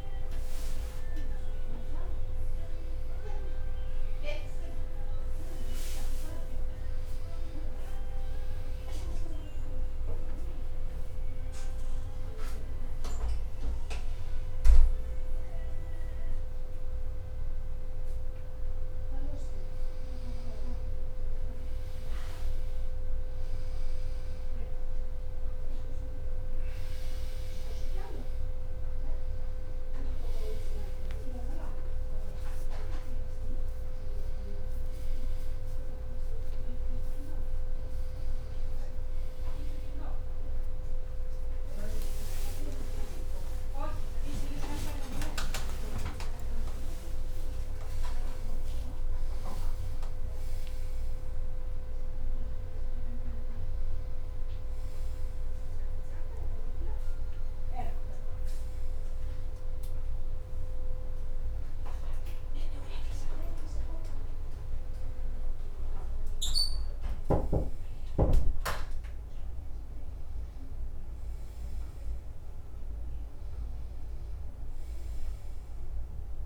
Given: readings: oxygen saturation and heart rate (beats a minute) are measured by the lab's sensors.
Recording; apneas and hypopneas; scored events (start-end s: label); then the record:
breathing in sleep by a room microphone; 1
0.00-9.00 s: drop in pulse transit time (device-marked, heart rate 66 extreme)
4.50-7.00 s: leg movement (device-marked)
9.00-20.00 s: mixed apnea (oxygen 95% before, 93% lowest, heart rate 87 before, 63 extreme, up 1 after)
22.00-25.50 s: arousal
30.00-43.00 s: oxygen desaturation (device-marked, oxygen 98% before, 93% lowest, heart rate 64 before, 63 extreme)
41.00-47.00 s: tachycardia (device-marked, heart rate 64 before, 124 extreme)
41.50-43.50 s: long interval between heartbeats (device-marked, heart rate 64 before, 71 extreme)
42.50-46.50 s: arousal
44.00-46.00 s: long interval between heartbeats (device-marked, heart rate 66 before, 103 extreme)
46.50-48.50 s: long interval between heartbeats (device-marked, heart rate 71 before, 124 extreme)
61.00-67.00 s: leg movement (device-marked)
69.00-76.45 s: new sleep stage, awake
75.00-76.45 s: leg movement (device-marked)
From the record:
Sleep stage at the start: N1 (lightest sleep); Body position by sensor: on the back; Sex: male